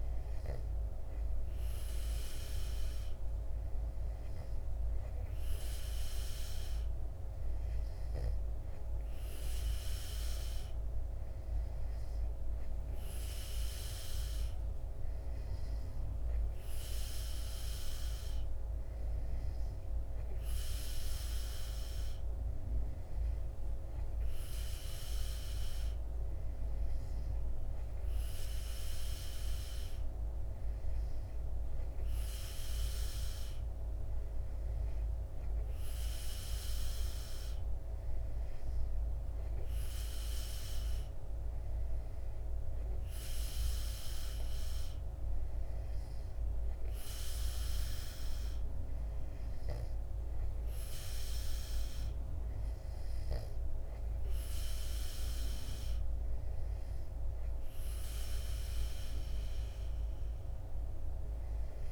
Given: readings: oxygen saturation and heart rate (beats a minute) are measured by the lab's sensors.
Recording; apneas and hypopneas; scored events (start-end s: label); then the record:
breathing in sleep, hard to hear, by a room microphone; none
none scored
From the record:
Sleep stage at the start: N2 (light sleep); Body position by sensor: on the back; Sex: male